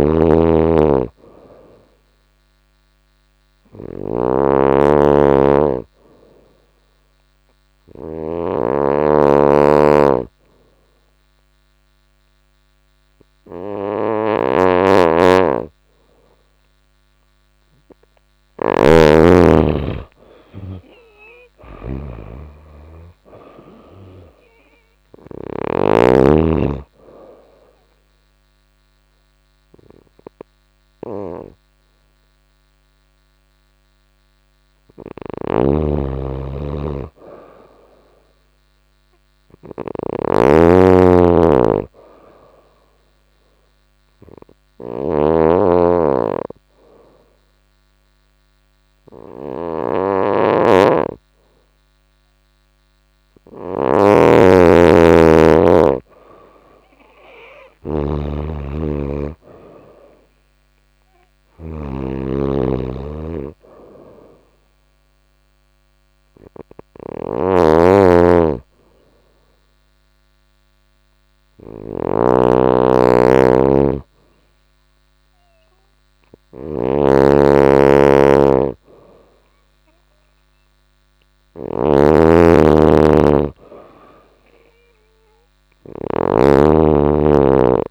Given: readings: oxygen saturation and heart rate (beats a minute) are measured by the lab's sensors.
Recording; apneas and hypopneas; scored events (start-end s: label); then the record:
breathing in sleep by a microphone on the trachea; 3
0.00-7.50 s: snoring (device-marked)
0.00-17.00 s: oxygen desaturation (device-marked, oxygen 90% lowest, heart rate 88 extreme)
3.00-16.50 s: hypopnea (oxygen 96% before, 89% lowest, heart rate 90 before, 88 extreme, up 4 after)
13.50-25.00 s: snoring (device-marked)
19.50-23.00 s: arousal
27.00-46.00 s: oxygen desaturation (device-marked, oxygen 95% before, 89% lowest, heart rate 89 before, 89 extreme)
34.50-87.91 s: snoring (device-marked)
43.50-54.00 s: hypopnea (oxygen 95% before, 91% lowest, heart rate 91 before, 88 extreme, up 3 after)
56.00-60.50 s: arousal
65.50-78.00 s: hypopnea (oxygen 96% before, 91% lowest, heart rate 91 before, 88 extreme, up 1 after)
69.00-84.00 s: oxygen desaturation (device-marked, oxygen 95% before, 91% lowest, heart rate 91 before, 88 extreme)
82.00-85.00 s: arousal
From the record:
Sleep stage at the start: N2 (light sleep); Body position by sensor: on the back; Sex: female